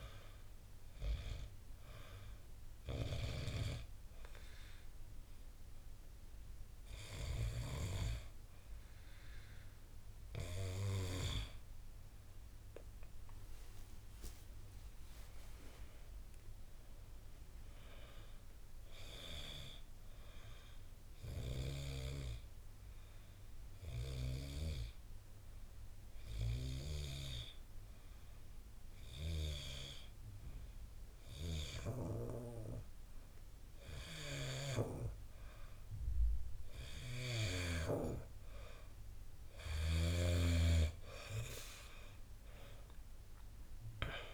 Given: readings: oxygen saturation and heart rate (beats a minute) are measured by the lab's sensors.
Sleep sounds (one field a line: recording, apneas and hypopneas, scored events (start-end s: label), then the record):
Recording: breathing in sleep by a room microphone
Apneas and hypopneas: 2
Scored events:
2.00-12.50 s: hypopnea (oxygen 93% before, 89% lowest, heart rate 67 before, 49 extreme, up 15 after)
14.50-17.50 s: arousal
22.00-36.00 s: hypopnea (oxygen 94% before, 89% lowest, heart rate 62 before, 53 extreme, up 11 after)
From the record:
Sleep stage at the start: N2 (light sleep)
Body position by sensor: on the back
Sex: male